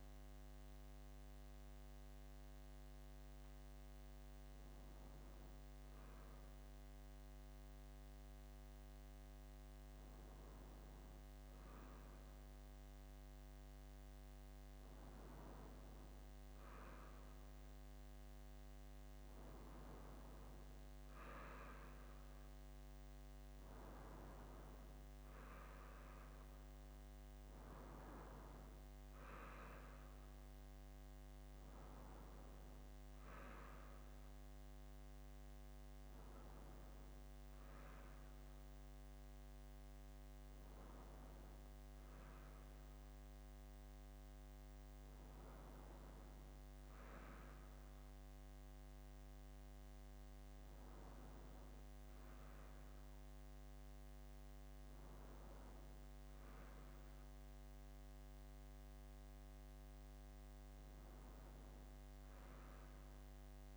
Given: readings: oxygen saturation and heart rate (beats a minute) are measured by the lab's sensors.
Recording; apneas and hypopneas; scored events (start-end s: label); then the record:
breathing in sleep, hard to hear, by a microphone on the trachea; none
20.50-24.50 s: arousal
From the record:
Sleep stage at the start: N2 (light sleep); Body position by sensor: on the left side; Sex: male